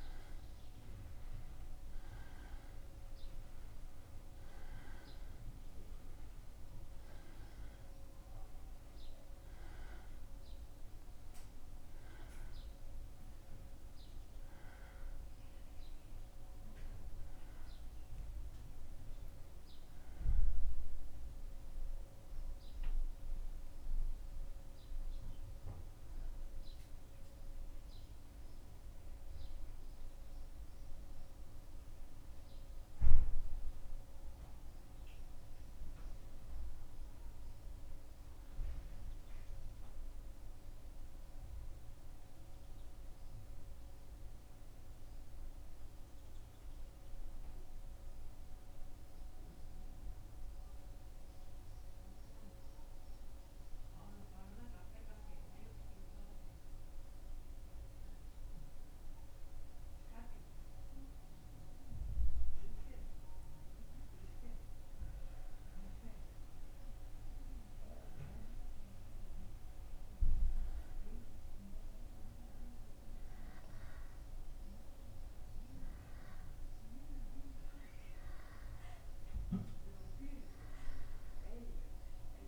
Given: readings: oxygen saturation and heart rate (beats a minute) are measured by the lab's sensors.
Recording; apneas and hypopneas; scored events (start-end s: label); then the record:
breathing in sleep, hard to hear, by a room microphone; 1
32.50-37.00 s: arousal
40.00-62.00 s: mixed apnea (oxygen 95% before, 93% lowest, heart rate 77 before, 77 extreme, up 0 after)
64.50-69.00 s: arousal
77.00-82.47 s: oxygen desaturation (device-marked, oxygen 97% before, 93% lowest, heart rate 77 before, 76 extreme)
From the record:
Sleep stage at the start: N1 (lightest sleep); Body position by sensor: on the back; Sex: male